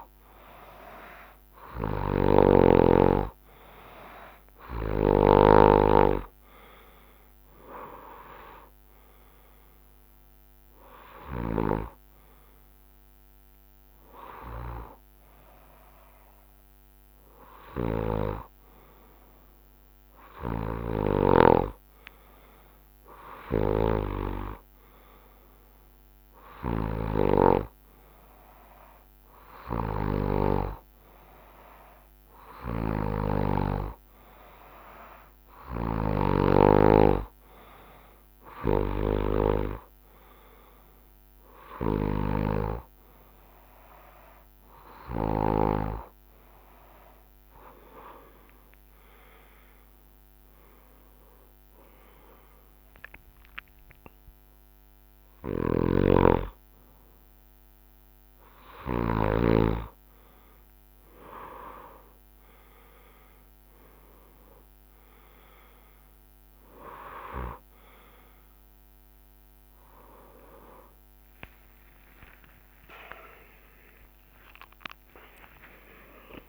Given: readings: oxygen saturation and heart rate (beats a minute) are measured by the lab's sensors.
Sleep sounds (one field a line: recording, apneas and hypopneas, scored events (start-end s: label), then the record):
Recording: breathing in sleep by a microphone on the trachea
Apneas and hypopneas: none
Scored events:
3.00-5.00 s: long interval between heartbeats (device-marked, heart rate 69 before, 67 extreme)
5.00-7.00 s: long interval between heartbeats (device-marked, heart rate 70 before, 72 extreme)
5.50-12.50 s: drop in pulse transit time (device-marked, heart rate 70 before, 72 extreme)
13.50-15.50 s: bradycardia (device-marked, heart rate 71 before, 64 extreme)
55.50-59.00 s: snoring (device-marked)
72.50-76.49 s: tachycardia (device-marked, heart rate 71 before, 128 extreme)
73.00-75.00 s: long interval between heartbeats (device-marked, heart rate 72 before, 87 extreme)
73.50-76.49 s: drop in pulse transit time (device-marked, heart rate 72 before, 77 extreme)
From the record:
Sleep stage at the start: N2 (light sleep)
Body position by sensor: on the front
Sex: male